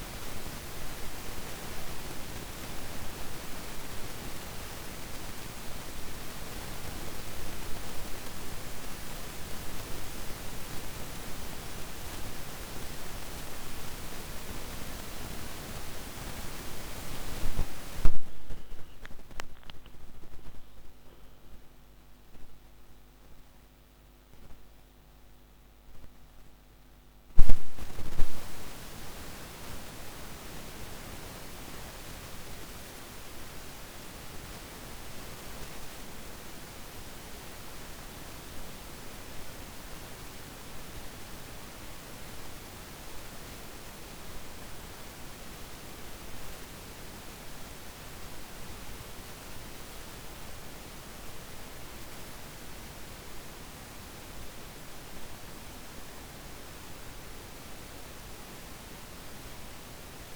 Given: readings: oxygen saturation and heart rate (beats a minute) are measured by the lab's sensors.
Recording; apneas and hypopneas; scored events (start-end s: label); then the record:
breathing in sleep by a microphone on the trachea; none
18.00-22.00 s: arousal
From the record:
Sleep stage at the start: N1 (lightest sleep); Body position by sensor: on the back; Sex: male